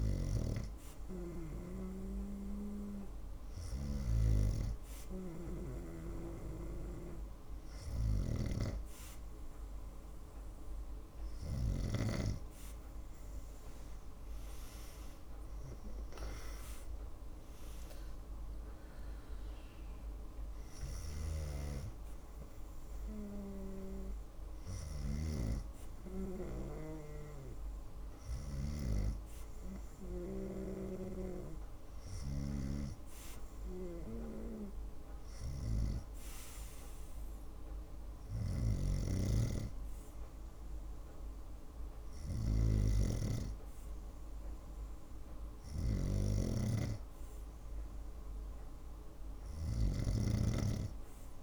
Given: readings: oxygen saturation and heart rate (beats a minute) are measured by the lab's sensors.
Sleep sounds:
breathing in sleep by a room microphone; none
49.50-51.43 s: snoring (device-marked)
From the record:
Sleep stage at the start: N2 (light sleep); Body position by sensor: on the right side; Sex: female

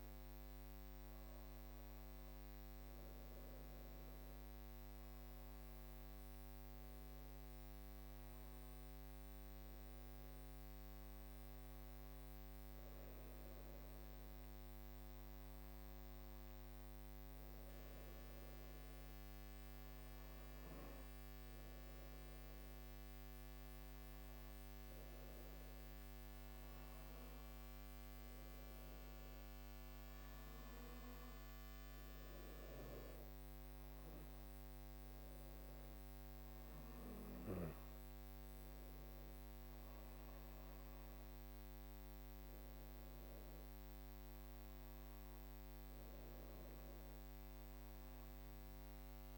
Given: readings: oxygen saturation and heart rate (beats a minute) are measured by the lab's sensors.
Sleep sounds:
breathing in sleep, hard to hear, by a microphone on the trachea; none
none scored
From the record:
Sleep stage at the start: N2 (light sleep); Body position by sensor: on the back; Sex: female

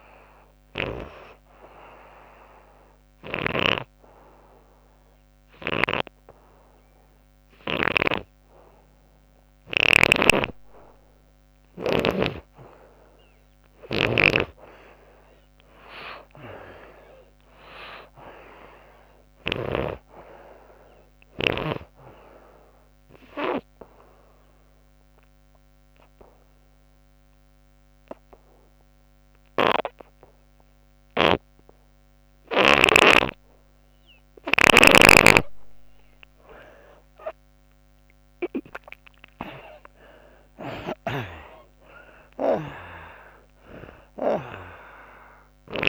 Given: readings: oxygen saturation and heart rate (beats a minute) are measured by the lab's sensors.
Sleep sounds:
breathing in sleep by a microphone on the trachea; 2
0.00-12.50 s: oxygen desaturation (device-marked, oxygen 71% lowest, heart rate 66 extreme)
1.50-11.50 s: obstructive apnea (oxygen 97% before, 71% lowest, heart rate 89 before, 67 extreme, up 11 after)
9.50-19.50 s: snoring (device-marked)
13.00-17.00 s: arousal
14.50-31.50 s: oxygen desaturation (device-marked, oxygen 98% before, 85% lowest, heart rate 88 before, 65 extreme)
23.00-34.50 s: obstructive apnea (oxygen 98% before, 79% lowest, heart rate 79 before, 65 extreme, up 32 after)
30.50-34.50 s: snoring (device-marked)
38.00-42.00 s: arousal
42.50-45.88 s: oxygen desaturation (device-marked, oxygen 93% before, 79% lowest, heart rate 78 before, 65 extreme)
From the record:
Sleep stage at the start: N2 (light sleep); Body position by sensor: on the back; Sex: female

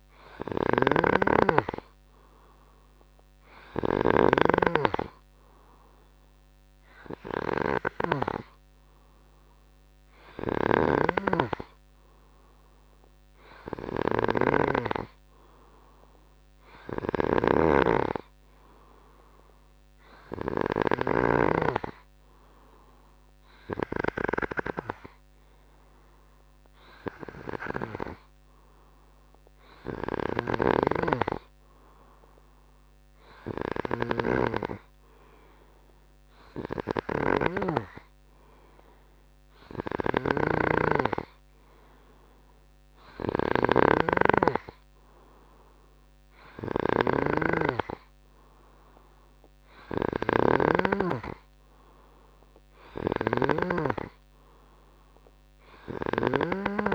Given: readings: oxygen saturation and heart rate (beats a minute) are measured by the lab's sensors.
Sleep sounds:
breathing in sleep by a microphone on the trachea; none
0.00-4.50 s: snoring (device-marked)
10.50-21.50 s: snoring (device-marked)
40.00-56.95 s: snoring (device-marked)
From the record:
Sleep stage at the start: N2 (light sleep); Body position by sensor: on the right side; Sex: male

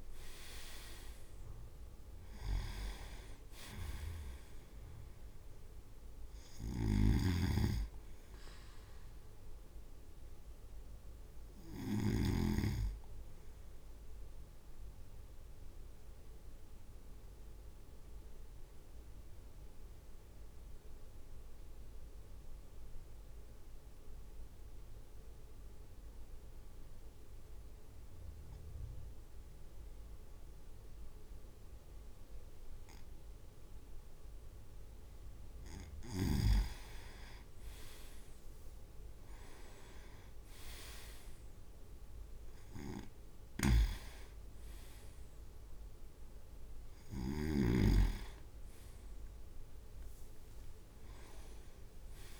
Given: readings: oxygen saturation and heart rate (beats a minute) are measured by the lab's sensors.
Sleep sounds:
breathing in sleep by a room microphone; 1
0.00-10.00 s: drop in pulse transit time (device-marked, heart rate 53 extreme)
2.50-12.50 s: snoring (device-marked)
14.50-35.00 s: obstructive apnea (oxygen 99% before, 96% lowest, heart rate 55 before, 53 extreme, up 6 after)
41.00-42.00 s: leg movement (device-marked)
43.50-47.50 s: snoring (device-marked)
45.00-47.00 s: drop in pulse transit time (device-marked, heart rate 55 before, 56 extreme)
50.00-52.40 s: arousal
50.00-52.40 s: drop in pulse transit time (device-marked, heart rate 55 before, 55 extreme)
From the record:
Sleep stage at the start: N2 (light sleep); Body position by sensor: on the right side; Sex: male

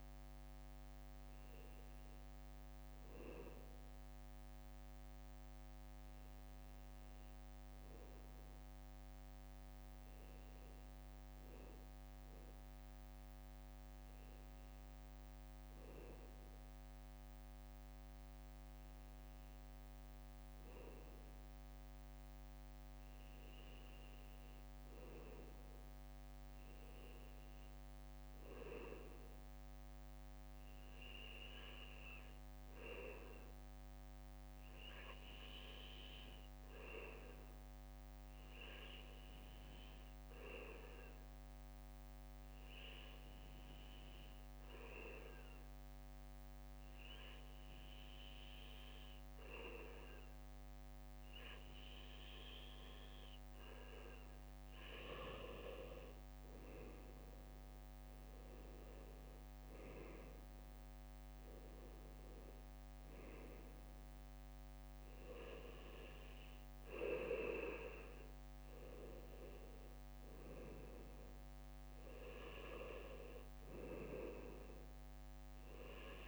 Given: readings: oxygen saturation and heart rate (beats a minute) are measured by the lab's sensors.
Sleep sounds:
breathing in sleep by a microphone on the trachea; 1
0.00-7.00 s: bradycardia (device-marked, heart rate 59 extreme)
13.00-23.00 s: bradycardia (device-marked, heart rate 59 before, 57 extreme)
27.00-31.50 s: arousal
28.00-41.00 s: bradycardia (device-marked, heart rate 59 before, 59 extreme)
38.00-52.00 s: obstructive apnea (oxygen 98% before, 95% lowest, heart rate 59 before, 59 extreme, up 4 after)
42.00-47.00 s: bradycardia (device-marked, heart rate 59 before, 59 extreme)
54.50-57.50 s: arousal
From the record:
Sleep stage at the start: N2 (light sleep); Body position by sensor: on the back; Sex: male

